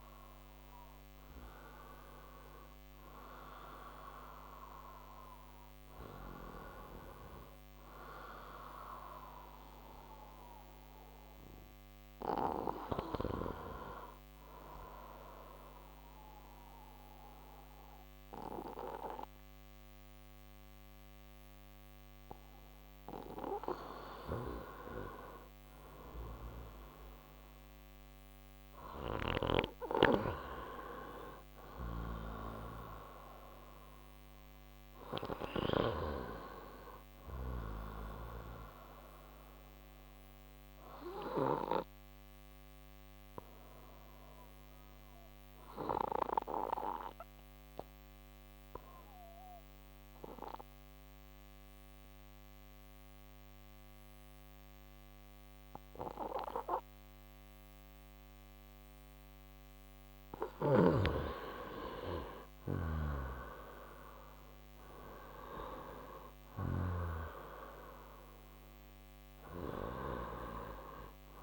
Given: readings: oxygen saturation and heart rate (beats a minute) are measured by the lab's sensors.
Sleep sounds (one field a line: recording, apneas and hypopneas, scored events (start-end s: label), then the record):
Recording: breathing in sleep by a microphone on the trachea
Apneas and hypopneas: 2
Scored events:
4.50-71.43 s: new sleep stage, N2 (light sleep)
7.50-24.50 s: obstructive apnea (oxygen 97% before, 88% lowest, heart rate 89 before, 57 extreme, up 7 after)
28.00-31.00 s: arousal
30.50-50.50 s: oxygen desaturation (device-marked, oxygen 95% before, 91% lowest, heart rate 60 before, 62 extreme)
40.50-59.50 s: obstructive apnea (oxygen 95% before, 88% lowest, heart rate 63 before, 58 extreme, up 3 after)
60.50-64.00 s: arousal
63.50-71.43 s: oxygen desaturation (device-marked, oxygen 96% before, 88% lowest, heart rate 65 before, 56 extreme)
From the record:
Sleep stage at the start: N1 (lightest sleep)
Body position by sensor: on the right side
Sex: male